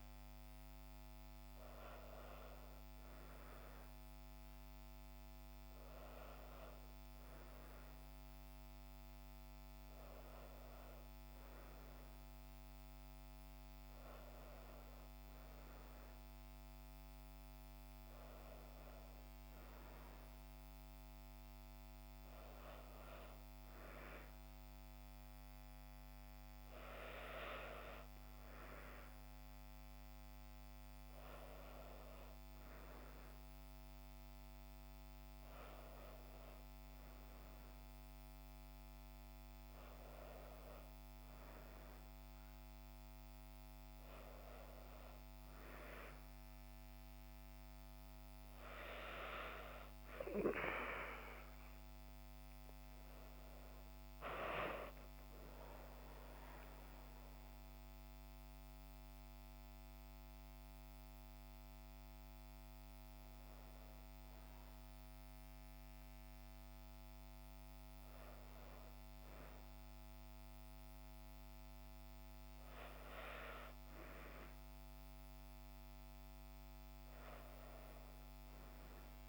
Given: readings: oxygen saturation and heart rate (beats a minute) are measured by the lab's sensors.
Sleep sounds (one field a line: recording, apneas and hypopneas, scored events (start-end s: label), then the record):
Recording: breathing in sleep by a microphone on the trachea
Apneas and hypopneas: none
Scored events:
none scored
From the record:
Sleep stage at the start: N2 (light sleep)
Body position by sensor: on the back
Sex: female